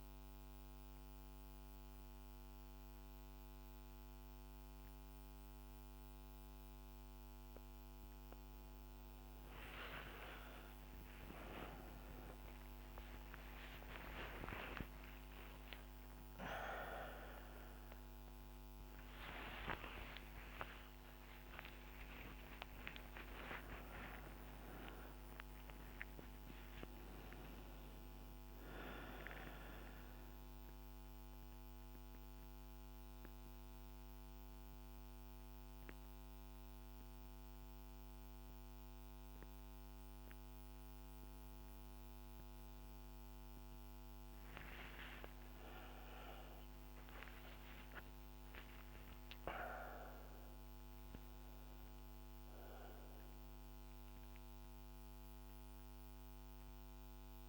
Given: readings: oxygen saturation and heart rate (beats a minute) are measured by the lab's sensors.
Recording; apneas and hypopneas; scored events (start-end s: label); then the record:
a person awake in a sleep study, by a microphone on the trachea; none
54.00-57.49 s: bradycardia (device-marked, heart rate 78 before, 57 extreme)
From the record:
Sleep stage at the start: awake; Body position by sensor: on the back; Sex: female